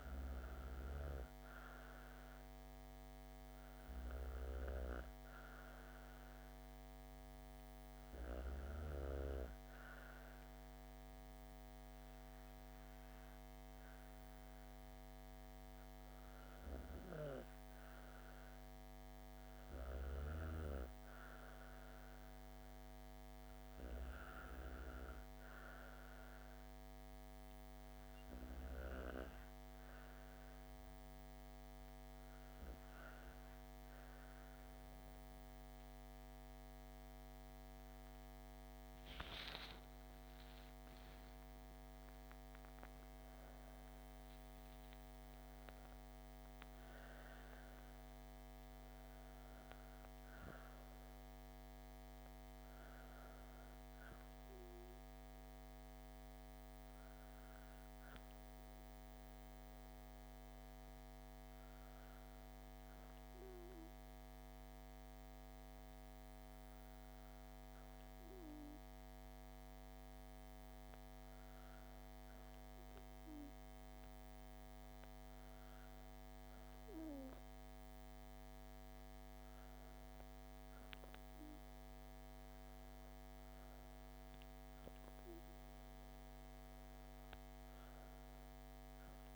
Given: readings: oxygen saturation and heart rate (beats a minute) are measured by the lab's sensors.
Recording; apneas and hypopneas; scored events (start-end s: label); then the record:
breathing in sleep by a microphone on the trachea; 1
26.50-39.00 s: hypopnea (oxygen 93% before, 93% lowest, heart rate 66 before, 60 extreme, up 5 after)
39.50-43.50 s: arousal
From the record:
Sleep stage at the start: N2 (light sleep); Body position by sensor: on the back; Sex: female